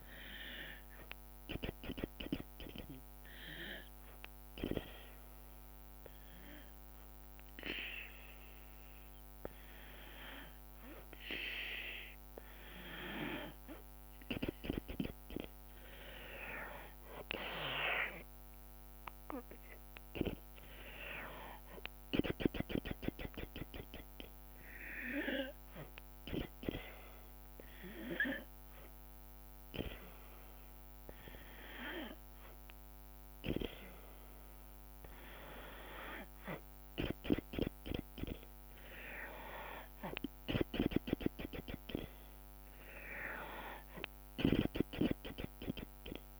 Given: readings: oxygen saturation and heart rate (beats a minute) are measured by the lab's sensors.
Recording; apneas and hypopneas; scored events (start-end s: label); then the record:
breathing in sleep by a microphone on the trachea; 2
0.00-5.00 s: drop in pulse transit time (device-marked, heart rate 76 extreme)
4.00-14.00 s: hypopnea (oxygen 98% before, 93% lowest, heart rate 76 before, 66 extreme, up 42 after)
16.00-20.00 s: tachycardia (device-marked, heart rate 75 before, 102 extreme)
17.00-27.00 s: drop in pulse transit time (device-marked, heart rate 78 before, 66 extreme)
17.50-21.00 s: arousal
19.00-34.00 s: oxygen desaturation (device-marked, oxygen 97% before, 93% lowest, heart rate 77 before, 66 extreme)
25.00-36.00 s: hypopnea (oxygen 97% before, 93% lowest, heart rate 84 before, 67 extreme, up 25 after)
37.00-40.00 s: tachycardia (device-marked, heart rate 76 before, 95 extreme)
39.50-42.50 s: arousal
From the record:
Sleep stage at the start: N2 (light sleep); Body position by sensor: on the back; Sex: female